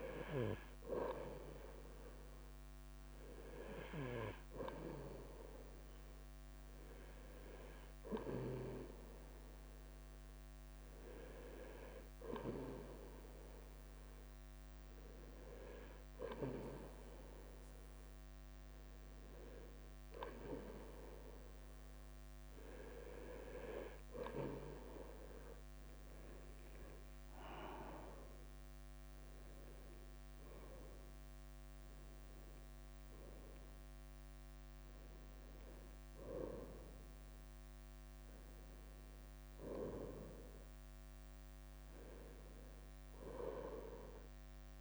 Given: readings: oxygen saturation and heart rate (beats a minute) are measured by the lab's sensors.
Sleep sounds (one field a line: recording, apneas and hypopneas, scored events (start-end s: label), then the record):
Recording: breathing in sleep by a microphone on the trachea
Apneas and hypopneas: none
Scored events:
0.00-25.50 s: bradycardia (device-marked, heart rate 49 extreme)
27.00-31.50 s: arousal
28.50-44.81 s: bradycardia (device-marked, heart rate 56 before, 48 extreme)
From the record:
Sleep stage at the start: N2 (light sleep)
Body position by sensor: on the right side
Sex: male